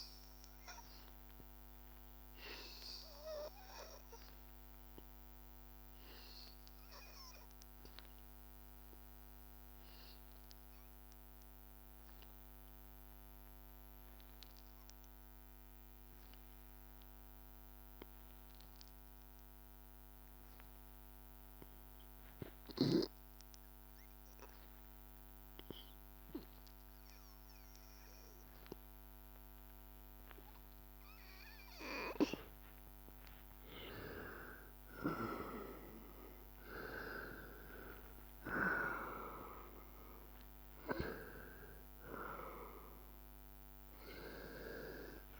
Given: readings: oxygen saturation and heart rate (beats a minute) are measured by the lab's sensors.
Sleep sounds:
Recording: breathing in sleep by a microphone on the trachea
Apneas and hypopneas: 1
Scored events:
0.00-12.00 s: oxygen desaturation (device-marked, oxygen 92% lowest, heart rate 83 extreme)
6.00-21.50 s: hypopnea (oxygen 97% before, 90% lowest, heart rate 84 before, 83 extreme, up 1 after)
24.00-27.50 s: arousal
38.00-45.40 s: oxygen desaturation (device-marked, oxygen 95% before, 90% lowest, heart rate 84 before, 84 extreme)
From the record:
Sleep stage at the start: N2 (light sleep)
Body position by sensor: on the back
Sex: male

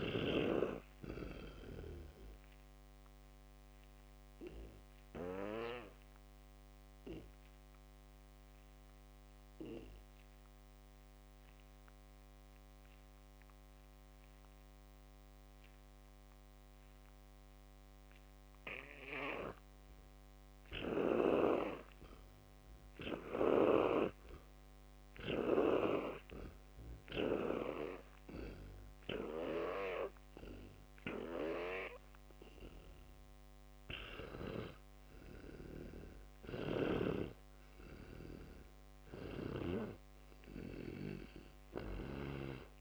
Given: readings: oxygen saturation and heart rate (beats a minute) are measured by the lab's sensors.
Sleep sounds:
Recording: breathing in sleep by a microphone on the trachea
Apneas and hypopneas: 1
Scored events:
3.50-32.50 s: obstructive apnea (oxygen 99% before, 86% lowest, heart rate 61 before, 59 extreme, up 19 after)
9.00-21.00 s: oxygen desaturation (device-marked, oxygen 99% before, 86% lowest, heart rate 61 before, 59 extreme)
30.00-42.81 s: oxygen desaturation (device-marked, oxygen 99% before, 88% lowest, heart rate 64 before, 58 extreme)
35.00-40.00 s: arousal
36.50-42.81 s: snoring (device-marked)
From the record:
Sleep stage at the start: N2 (light sleep)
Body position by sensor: on the back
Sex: male

